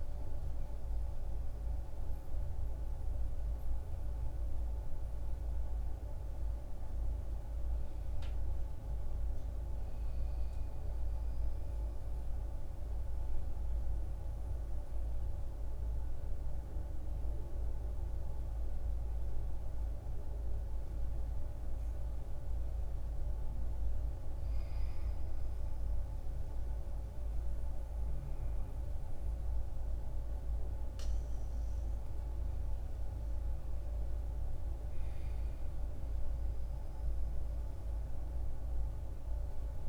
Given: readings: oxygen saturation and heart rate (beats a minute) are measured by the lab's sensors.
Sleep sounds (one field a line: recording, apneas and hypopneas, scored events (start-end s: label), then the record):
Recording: breathing in sleep, hard to hear, by a room microphone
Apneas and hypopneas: 1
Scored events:
7.00-9.50 s: arousal
10.50-21.50 s: central apnea (oxygen 98% before, 90% lowest, heart rate 64 before, 61 extreme, up 2 after)
23.00-26.00 s: arousal
29.00-39.89 s: oxygen desaturation (device-marked, oxygen 95% before, 90% lowest, heart rate 63 before, 62 extreme)
From the record:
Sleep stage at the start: N2 (light sleep)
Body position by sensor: on the back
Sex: male